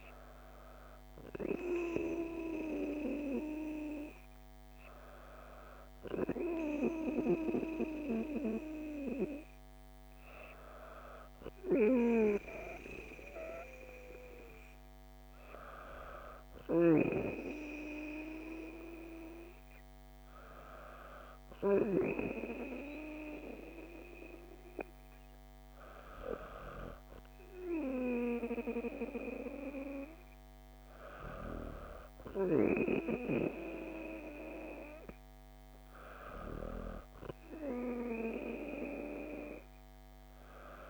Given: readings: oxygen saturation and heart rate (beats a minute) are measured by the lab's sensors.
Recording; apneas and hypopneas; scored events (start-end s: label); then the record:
breathing in sleep by a microphone on the trachea; none
none scored
From the record:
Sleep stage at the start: N2 (light sleep); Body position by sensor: on the back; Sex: female